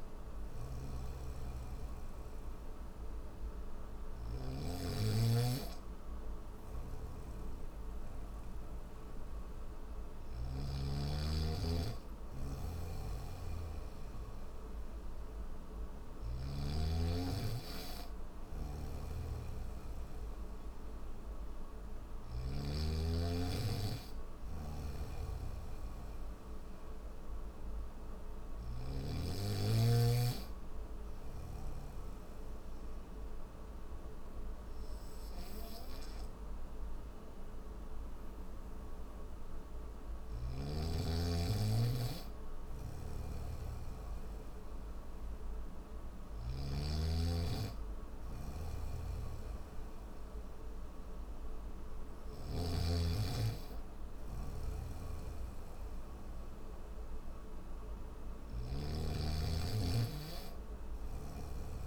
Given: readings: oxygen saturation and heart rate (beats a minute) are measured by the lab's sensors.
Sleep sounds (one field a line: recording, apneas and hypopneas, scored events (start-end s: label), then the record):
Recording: breathing in sleep by a room microphone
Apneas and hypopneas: none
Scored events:
0.00-10.00 s: snoring (device-marked)
12.00-16.00 s: snoring (device-marked)
18.00-22.00 s: snoring (device-marked)
24.00-28.50 s: snoring (device-marked)
39.50-46.00 s: snoring (device-marked)
48.00-52.00 s: snoring (device-marked)
54.00-58.50 s: snoring (device-marked)
60.50-61.87 s: snoring (device-marked)
From the record:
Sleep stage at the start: N3 (deep sleep)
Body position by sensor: on the back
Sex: male